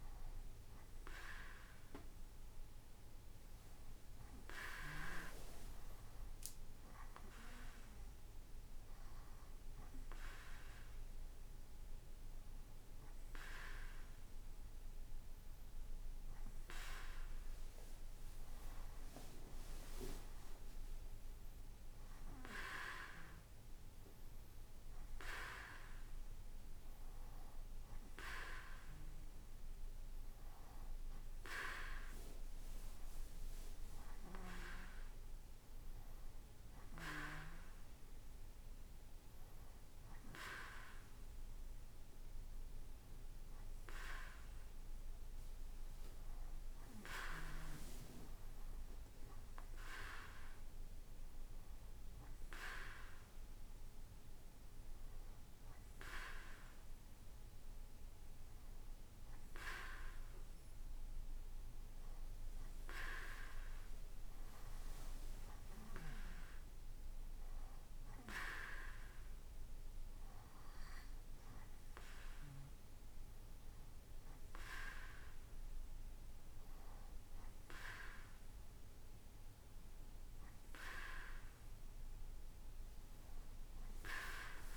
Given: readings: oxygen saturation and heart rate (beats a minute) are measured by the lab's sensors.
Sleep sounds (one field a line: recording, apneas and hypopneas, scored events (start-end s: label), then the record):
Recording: breathing in sleep by a room microphone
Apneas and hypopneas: none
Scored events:
none scored
From the record:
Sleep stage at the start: N2 (light sleep)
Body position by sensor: on the right side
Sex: male